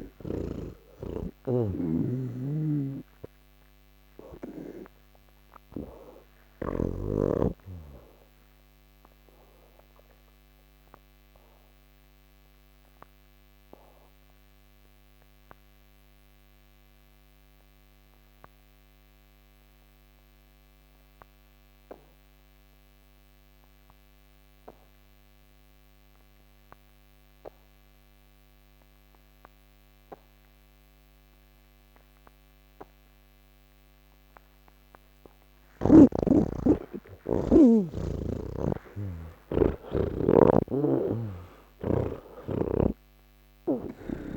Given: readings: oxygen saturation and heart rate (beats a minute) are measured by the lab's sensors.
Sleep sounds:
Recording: breathing in sleep by a microphone on the trachea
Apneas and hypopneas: 1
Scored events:
1.50-7.00 s: snoring (device-marked)
4.50-19.50 s: oxygen desaturation (device-marked, oxygen 99% before, 82% lowest, heart rate 170 before, 169 extreme)
7.00-35.50 s: obstructive apnea (oxygen 99% before, 80% lowest, heart rate 171 before, 130 extreme, up 59 after)
29.50-44.37 s: oxygen desaturation (device-marked, oxygen 98% before, 80% lowest, heart rate 184 before, 130 extreme)
40.50-44.37 s: snoring (device-marked)
From the record:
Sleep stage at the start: N1 (lightest sleep)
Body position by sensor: on the back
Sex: male

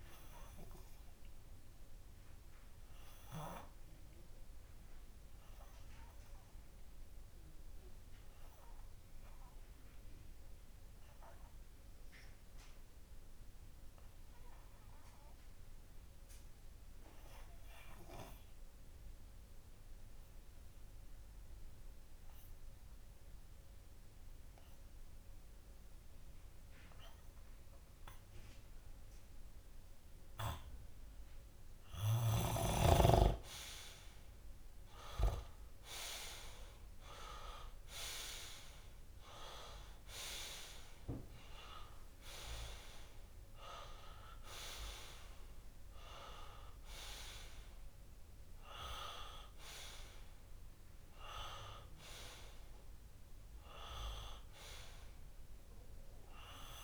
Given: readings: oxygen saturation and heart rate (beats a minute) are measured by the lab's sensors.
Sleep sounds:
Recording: breathing in sleep by a room microphone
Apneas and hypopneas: 1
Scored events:
0.00-1.50 s: oxygen desaturation (device-marked, oxygen 95% lowest)
4.00-31.00 s: obstructive apnea (oxygen 98% before, 93% lowest)
31.50-45.50 s: oxygen desaturation (device-marked, oxygen 97% before, 93% lowest)
34.00-38.00 s: arousal
From the record:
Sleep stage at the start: REM sleep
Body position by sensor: on the left side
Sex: male

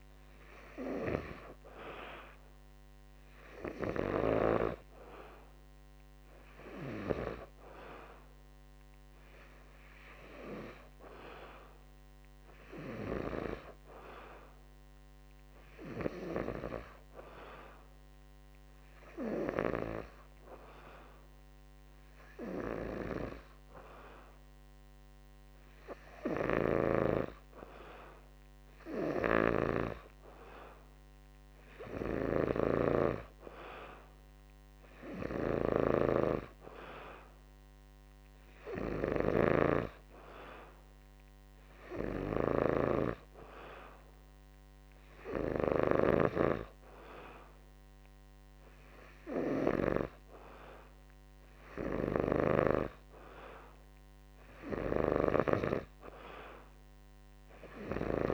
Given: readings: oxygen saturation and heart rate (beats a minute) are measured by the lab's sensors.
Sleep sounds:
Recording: breathing in sleep by a microphone on the trachea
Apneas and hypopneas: none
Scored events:
7.00-11.00 s: arousal
From the record:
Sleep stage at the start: N2 (light sleep)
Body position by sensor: on the back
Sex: male

